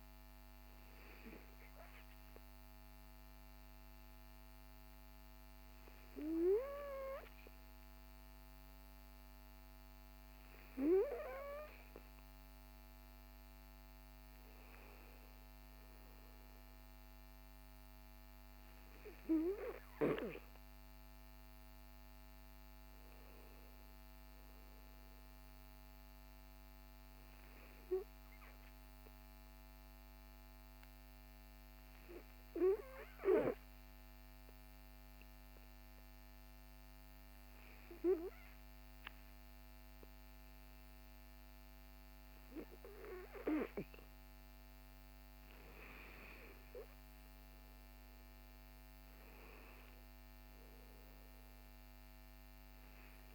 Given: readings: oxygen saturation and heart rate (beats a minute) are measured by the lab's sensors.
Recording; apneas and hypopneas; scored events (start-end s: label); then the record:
breathing in sleep by a microphone on the trachea; 1
28.50-41.00 s: hypopnea (oxygen 97% before, 94% lowest, heart rate 58 before, 48 extreme, up 9 after)
45.00-49.00 s: arousal
From the record:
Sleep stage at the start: N2 (light sleep); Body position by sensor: on the back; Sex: male